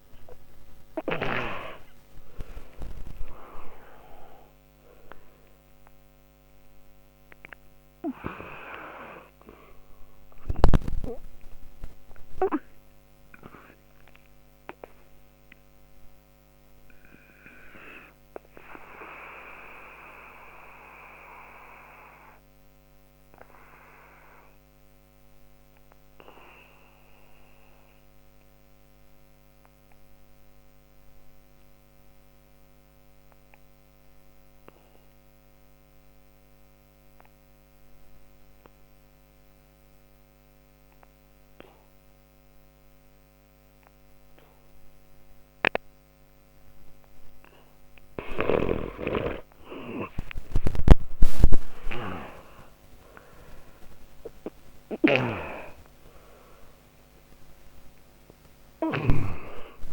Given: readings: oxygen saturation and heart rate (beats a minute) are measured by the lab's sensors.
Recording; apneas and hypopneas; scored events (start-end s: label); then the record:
breathing in sleep by a microphone on the trachea; 1
0.00-1.50 s: arousal
3.50-11.50 s: oxygen desaturation (device-marked, oxygen 98% before, 93% lowest, heart rate 74 before, 59 extreme)
11.00-48.00 s: mixed apnea (oxygen 98% before, 88% lowest, heart rate 81 before, 59 extreme, up 31 after)
22.50-35.50 s: oxygen desaturation (device-marked, oxygen 94% before, 91% lowest, heart rate 73 before, 59 extreme)
49.50-59.93 s: new sleep stage, N1 (lightest sleep)
50.50-56.50 s: arousal
51.50-59.93 s: oxygen desaturation (device-marked, oxygen 96% before, 90% lowest, heart rate 64 before, 59 extreme)
54.50-59.00 s: snoring (device-marked)
From the record:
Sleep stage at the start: N2 (light sleep); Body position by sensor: on the back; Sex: male